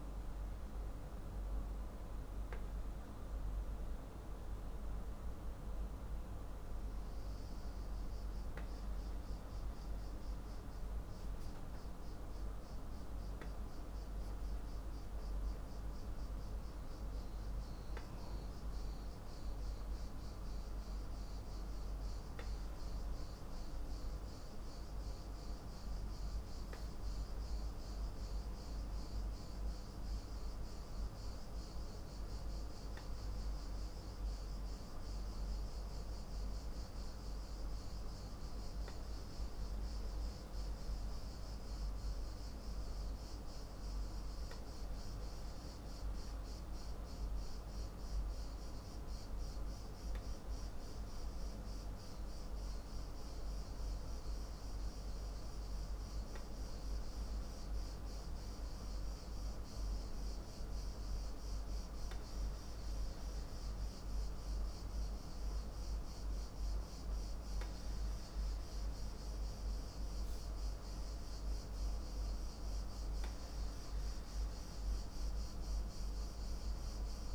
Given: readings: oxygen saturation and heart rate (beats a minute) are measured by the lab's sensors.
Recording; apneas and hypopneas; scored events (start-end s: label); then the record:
breathing in sleep, hard to hear, by a room microphone; none
none scored
From the record:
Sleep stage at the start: N2 (light sleep); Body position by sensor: on the back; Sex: male